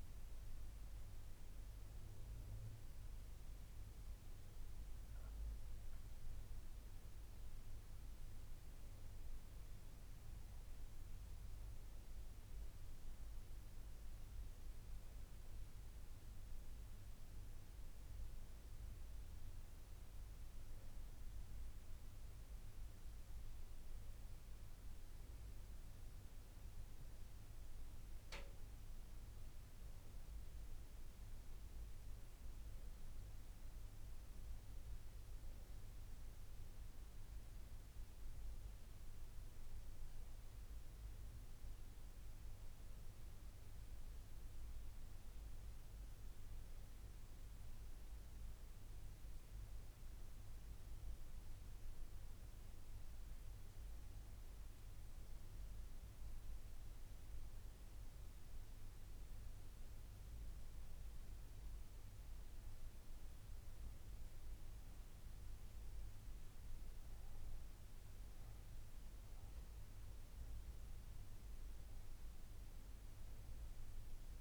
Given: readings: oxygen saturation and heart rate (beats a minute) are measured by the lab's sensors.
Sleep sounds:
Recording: breathing in sleep, hard to hear, by a room microphone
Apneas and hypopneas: none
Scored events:
none scored
From the record:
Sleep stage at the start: N2 (light sleep)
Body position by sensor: on the back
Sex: female

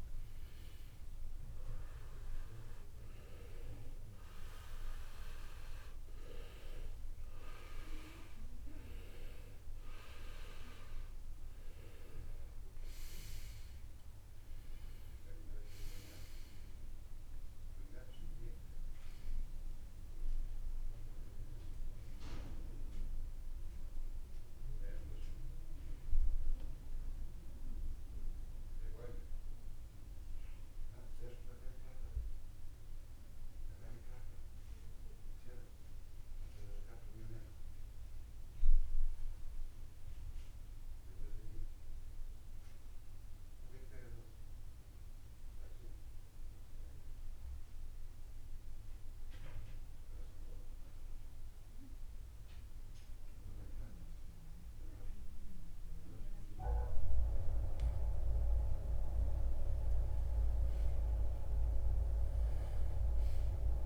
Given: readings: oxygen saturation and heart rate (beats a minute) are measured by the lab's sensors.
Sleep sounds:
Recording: breathing in sleep by a room microphone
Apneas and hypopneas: 1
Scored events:
0.00-2.50 s: arousal
22.00-48.00 s: oxygen desaturation (device-marked, oxygen 92% before, 82% lowest, heart rate 78 before, 59 extreme)
32.00-57.50 s: mixed apnea (oxygen 93% before, 82% lowest, heart rate 83 before, 59 extreme, up 6 after)
59.50-63.86 s: arousal
From the record:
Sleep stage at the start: N2 (light sleep)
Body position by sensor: on the right side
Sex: male

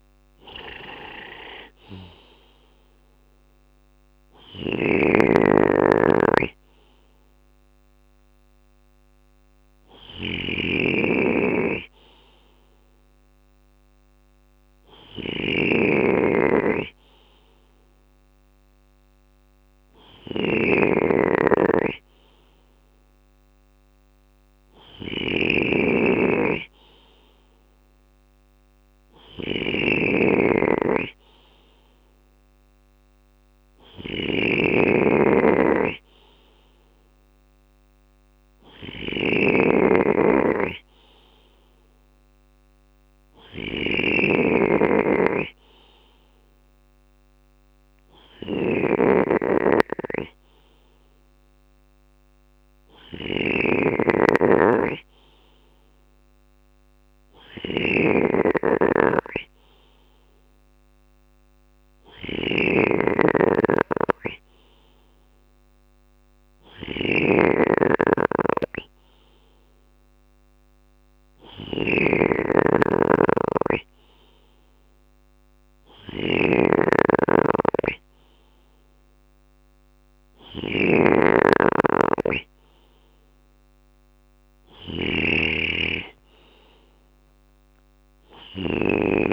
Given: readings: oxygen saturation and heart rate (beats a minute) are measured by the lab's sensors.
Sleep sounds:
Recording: breathing in sleep by a microphone on the trachea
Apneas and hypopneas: none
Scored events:
0.00-9.50 s: drop in pulse transit time (device-marked, heart rate 56 extreme)
3.50-10.50 s: bradycardia (device-marked, heart rate 60 before, 56 extreme)
3.50-89.33 s: snoring (device-marked)
27.50-34.50 s: bradycardia (device-marked, heart rate 60 before, 59 extreme)
47.50-83.50 s: bradycardia (device-marked, heart rate 60 before, 57 extreme)
82.50-89.33 s: drop in pulse transit time (device-marked, heart rate 58 before, 57 extreme)
From the record:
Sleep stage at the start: N2 (light sleep)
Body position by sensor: on the left side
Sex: male

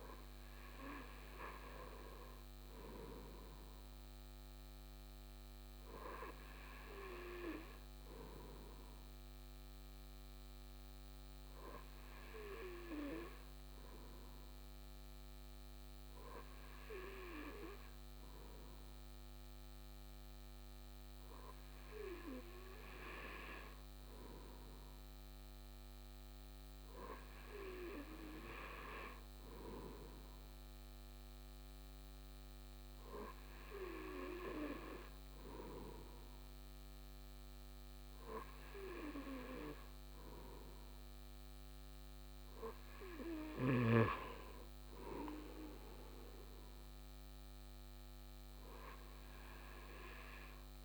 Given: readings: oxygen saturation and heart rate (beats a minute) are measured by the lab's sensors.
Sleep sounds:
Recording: breathing in sleep by a microphone on the trachea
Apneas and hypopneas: none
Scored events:
none scored
From the record:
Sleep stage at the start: N2 (light sleep)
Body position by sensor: on the right side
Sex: male

